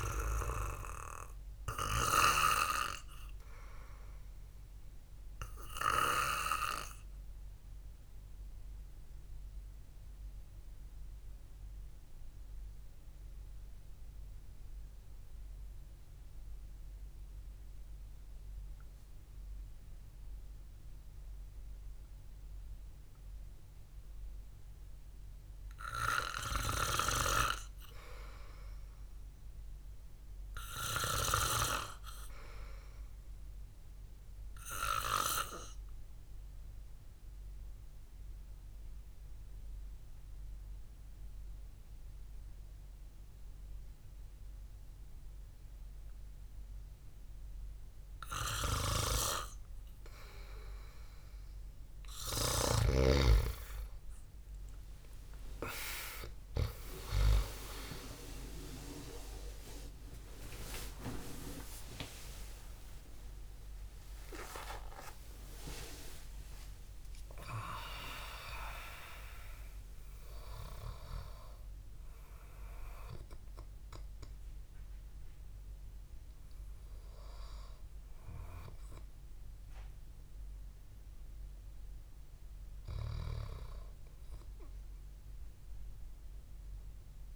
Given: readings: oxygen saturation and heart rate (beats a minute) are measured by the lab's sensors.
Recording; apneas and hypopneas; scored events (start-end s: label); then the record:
breathing in sleep by a room microphone; 2
0.00-12.00 s: oxygen desaturation (device-marked, oxygen 98% before, 93% lowest, heart rate 65 before, 61 extreme)
5.00-25.00 s: obstructive apnea (oxygen 98% before, 89% lowest, heart rate 65 before, 61 extreme, up 0 after)
14.00-21.00 s: oxygen desaturation (device-marked, oxygen 95% before, 89% lowest, heart rate 65 before, 61 extreme)
27.00-31.00 s: arousal
36.00-49.00 s: obstructive apnea (oxygen 98% before, 91% lowest, heart rate 67 before, 61 extreme, up 3 after)
37.00-54.00 s: oxygen desaturation (device-marked, oxygen 98% before, 91% lowest, heart rate 67 before, 61 extreme)
60.50-66.00 s: arousal
61.50-63.50 s: long interval between heartbeats (device-marked, heart rate 68 before, 95 extreme)
From the record:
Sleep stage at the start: REM sleep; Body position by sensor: on the back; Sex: male